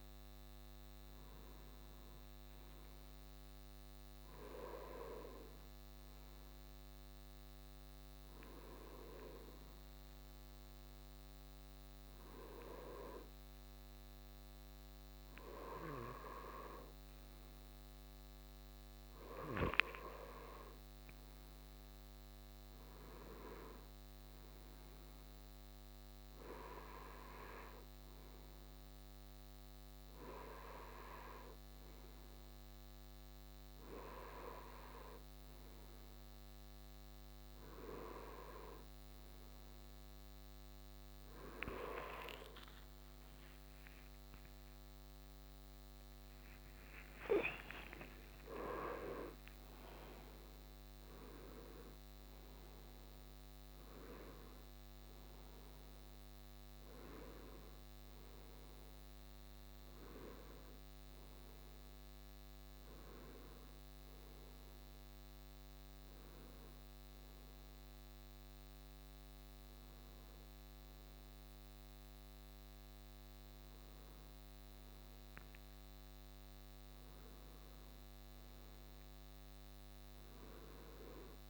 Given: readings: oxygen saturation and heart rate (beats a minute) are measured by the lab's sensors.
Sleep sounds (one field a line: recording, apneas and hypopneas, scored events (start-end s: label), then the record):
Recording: breathing in sleep by a microphone on the trachea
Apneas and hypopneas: 1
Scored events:
6.00-20.00 s: hypopnea (oxygen 97% before, 96% lowest)
21.50-25.50 s: arousal
36.00-66.00 s: new sleep stage, N1 (lightest sleep)
42.50-49.00 s: arousal
66.00-81.50 s: new sleep stage, N2 (light sleep)
From the record:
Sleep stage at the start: N2 (light sleep)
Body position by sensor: on the right side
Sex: male